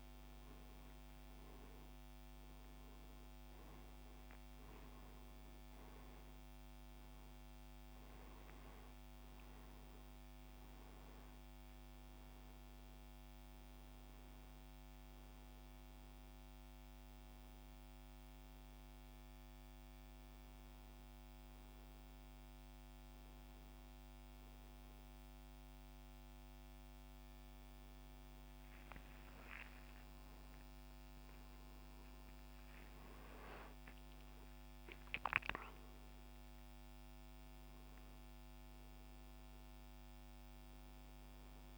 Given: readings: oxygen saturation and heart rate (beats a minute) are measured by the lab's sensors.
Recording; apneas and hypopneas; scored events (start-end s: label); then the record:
breathing in sleep, hard to hear, by a microphone on the trachea; 1
19.50-30.50 s: hypopnea (oxygen 96% before, 96% lowest, heart rate 95 before, 72 extreme, up 9 after)
30.50-34.00 s: arousal
From the record:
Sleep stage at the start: N2 (light sleep); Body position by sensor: on the right side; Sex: male